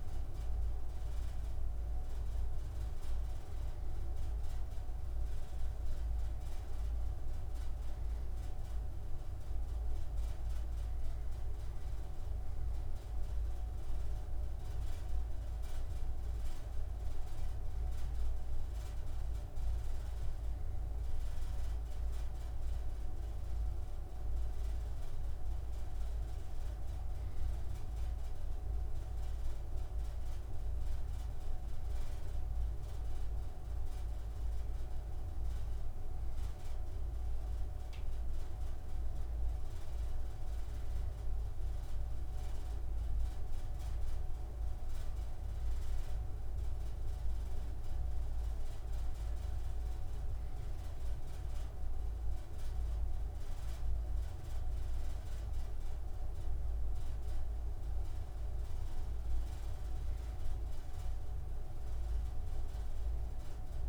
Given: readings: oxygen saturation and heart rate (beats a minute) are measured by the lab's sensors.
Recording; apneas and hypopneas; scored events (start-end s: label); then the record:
breathing in sleep, hard to hear, by a room microphone; none
none scored
From the record:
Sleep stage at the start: N2 (light sleep); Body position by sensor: on the right side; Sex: male